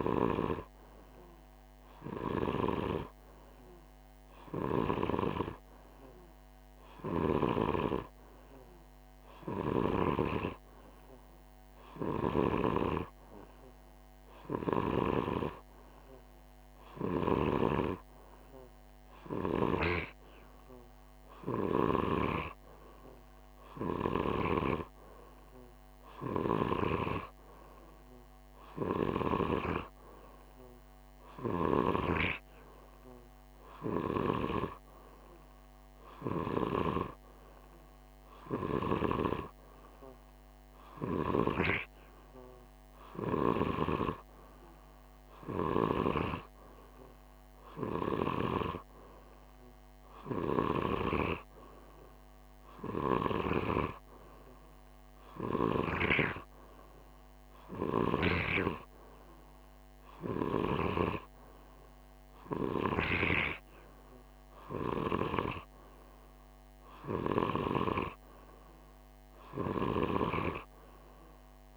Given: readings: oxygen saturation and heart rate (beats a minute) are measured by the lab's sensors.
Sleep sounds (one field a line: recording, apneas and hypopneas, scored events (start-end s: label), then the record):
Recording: breathing in sleep by a microphone on the trachea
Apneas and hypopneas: none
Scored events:
none scored
From the record:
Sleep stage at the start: N2 (light sleep)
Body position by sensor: on the right side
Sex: male